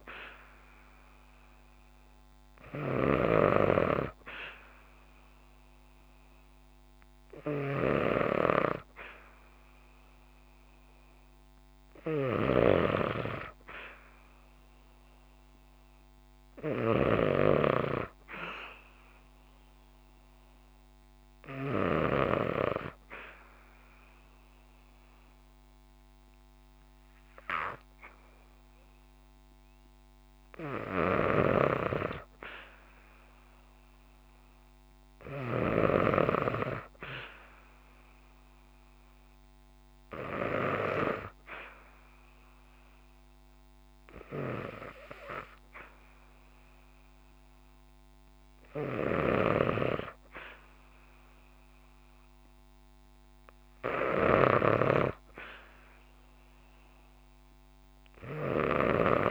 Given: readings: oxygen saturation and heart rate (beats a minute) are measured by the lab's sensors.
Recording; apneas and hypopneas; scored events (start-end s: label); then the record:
breathing in sleep by a microphone on the trachea; none
0.00-21.50 s: snoring (device-marked)
30.50-35.50 s: snoring (device-marked)
48.50-58.50 s: snoring (device-marked)
From the record:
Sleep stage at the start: N2 (light sleep); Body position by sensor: on the back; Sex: female